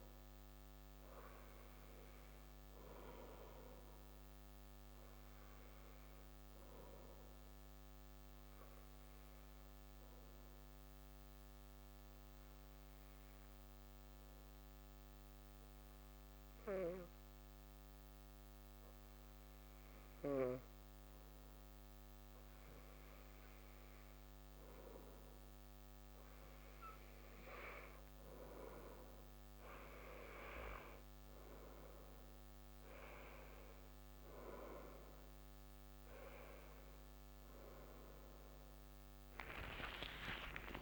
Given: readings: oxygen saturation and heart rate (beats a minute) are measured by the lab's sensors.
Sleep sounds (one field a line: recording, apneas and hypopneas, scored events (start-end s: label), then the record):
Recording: breathing in sleep by a microphone on the trachea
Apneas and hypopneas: 1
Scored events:
6.50-21.50 s: obstructive apnea (oxygen 98% before, 92% lowest, heart rate 173 before, 87 extreme, up 1 after)
22.50-26.00 s: arousal
From the record:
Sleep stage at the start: N2 (light sleep)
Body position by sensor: on the back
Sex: male